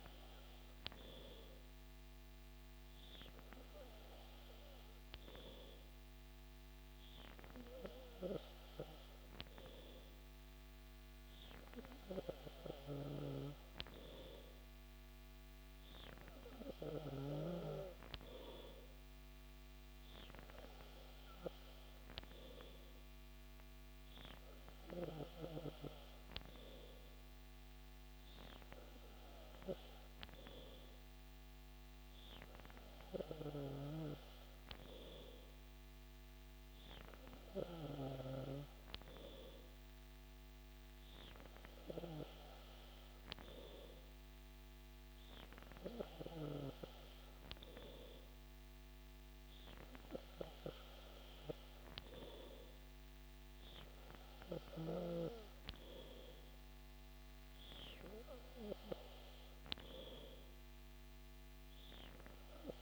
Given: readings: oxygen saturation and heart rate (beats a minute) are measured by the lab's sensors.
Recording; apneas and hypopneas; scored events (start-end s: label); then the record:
breathing in sleep by a microphone on the trachea; none
none scored
From the record:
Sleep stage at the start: N2 (light sleep); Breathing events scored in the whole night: 72 in 3.9 hours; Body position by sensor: on the back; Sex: male